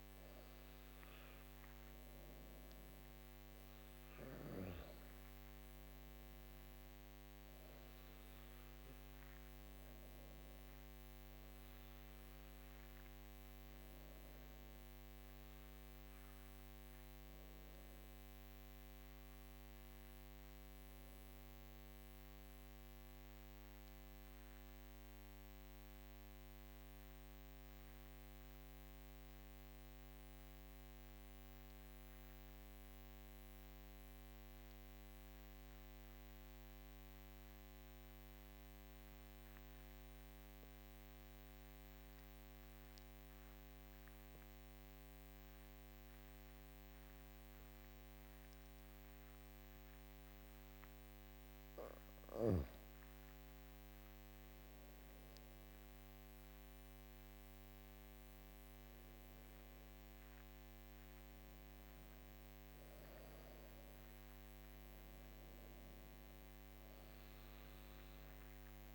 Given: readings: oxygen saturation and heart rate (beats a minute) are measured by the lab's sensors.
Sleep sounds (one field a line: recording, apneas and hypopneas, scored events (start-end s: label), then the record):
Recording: breathing in sleep, hard to hear, by a microphone on the trachea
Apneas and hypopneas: 1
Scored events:
0.00-13.50 s: oxygen desaturation (device-marked, oxygen 96% lowest, heart rate 51 extreme)
20.50-50.00 s: obstructive apnea (oxygen 99% before, 91% lowest, heart rate 56 before, 53 extreme, up 14 after)
34.50-68.95 s: oxygen desaturation (device-marked, oxygen 99% before, 91% lowest, heart rate 53 before, 51 extreme)
52.00-56.50 s: arousal
From the record:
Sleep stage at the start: N2 (light sleep)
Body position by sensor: on the back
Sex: female